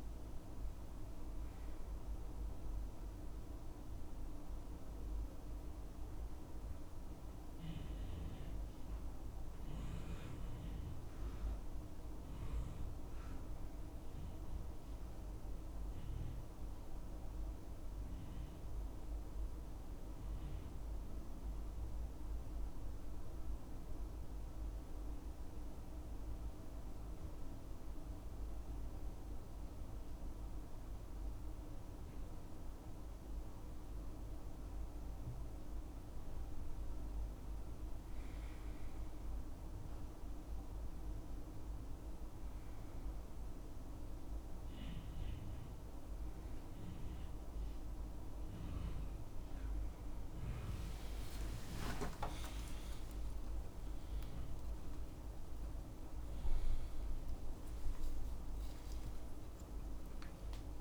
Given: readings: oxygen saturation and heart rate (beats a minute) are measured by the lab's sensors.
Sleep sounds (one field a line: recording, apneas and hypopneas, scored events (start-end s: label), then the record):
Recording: breathing in sleep, hard to hear, by a room microphone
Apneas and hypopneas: 2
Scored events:
0.00-3.50 s: oxygen desaturation (device-marked, oxygen 90% lowest, heart rate 67 extreme)
3.00-13.00 s: central apnea (oxygen 97% before, 89% lowest, heart rate 71 before, 67 extreme, up 5 after)
14.00-16.00 s: arousal
17.50-34.50 s: mixed apnea (oxygen 99% before, 89% lowest, heart rate 71 before, 68 extreme, up 3 after)
30.50-60.81 s: oxygen desaturation (device-marked, oxygen 99% before, 89% lowest, heart rate 70 before, 69 extreme)
50.50-60.81 s: new sleep stage, awake
52.50-60.81 s: snoring (device-marked)
From the record:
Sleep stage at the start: N2 (light sleep)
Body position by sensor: on the back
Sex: male